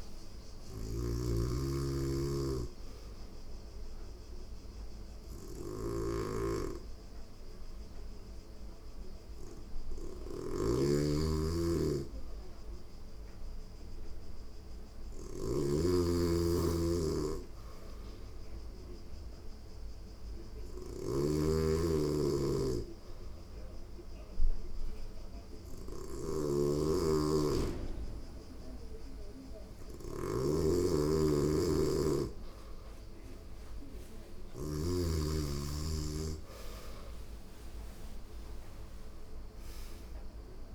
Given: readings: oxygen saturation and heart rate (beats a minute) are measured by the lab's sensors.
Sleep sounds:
breathing in sleep by a room microphone; 1
0.00-34.00 s: snoring (device-marked)
8.00-18.00 s: oxygen desaturation (device-marked, oxygen 94% before, 91% lowest, heart rate 91 before, 89 extreme)
20.50-31.50 s: hypopnea (oxygen 95% before, 91% lowest, heart rate 91 before, 89 extreme, up 14 after)
25.00-36.00 s: oxygen desaturation (device-marked, oxygen 95% before, 92% lowest, heart rate 90 before, 89 extreme)
34.50-38.50 s: arousal
From the record:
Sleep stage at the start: N2 (light sleep); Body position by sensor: on the back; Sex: female

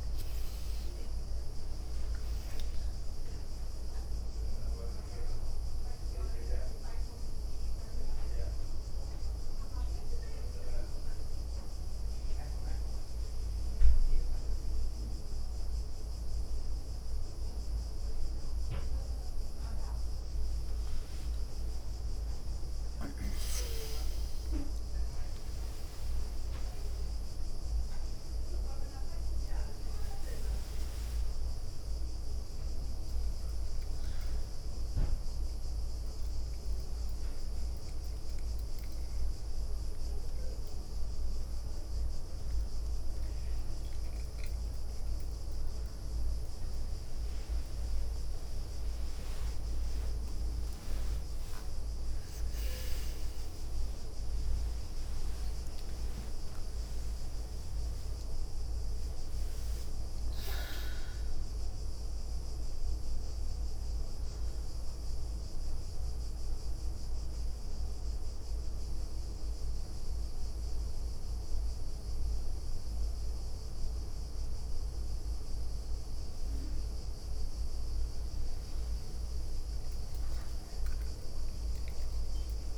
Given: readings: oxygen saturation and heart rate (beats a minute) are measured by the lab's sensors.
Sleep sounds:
a person awake in a sleep study, hard to hear, by a room microphone; none
6.00-11.00 s: leg movement (device-marked)
12.50-14.50 s: leg movement (device-marked)
19.50-20.50 s: leg movement (device-marked)
21.50-23.50 s: leg movement (device-marked)
23.50-28.00 s: leg movement (device-marked)
30.00-32.50 s: leg movement (device-marked)
47.50-49.50 s: long interval between heartbeats (device-marked, heart rate 76 before, 84 extreme)
47.50-53.50 s: tachycardia (device-marked, heart rate 71 before, 136 extreme)
51.00-53.00 s: long interval between heartbeats (device-marked, heart rate 77 before, 124 extreme)
59.50-61.50 s: long interval between heartbeats (device-marked, heart rate 95 before, 93 extreme)
64.50-66.00 s: leg movement (device-marked)
76.50-80.50 s: tachycardia (device-marked, heart rate 73 before, 107 extreme)
78.00-80.00 s: long interval between heartbeats (device-marked, heart rate 79 before, 86 extreme)
From the record:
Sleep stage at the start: awake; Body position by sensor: on the right side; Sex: female

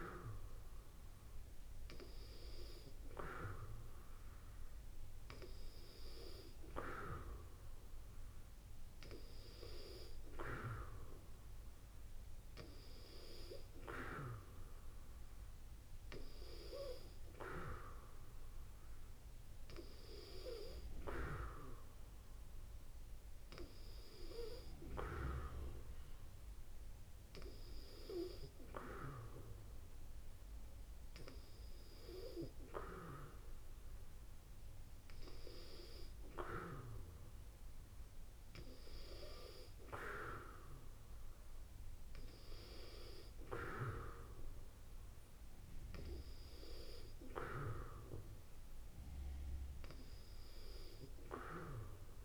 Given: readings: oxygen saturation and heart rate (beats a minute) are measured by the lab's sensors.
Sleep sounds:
breathing in sleep by a room microphone; none
none scored
From the record:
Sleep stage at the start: N2 (light sleep); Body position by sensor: on the back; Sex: female

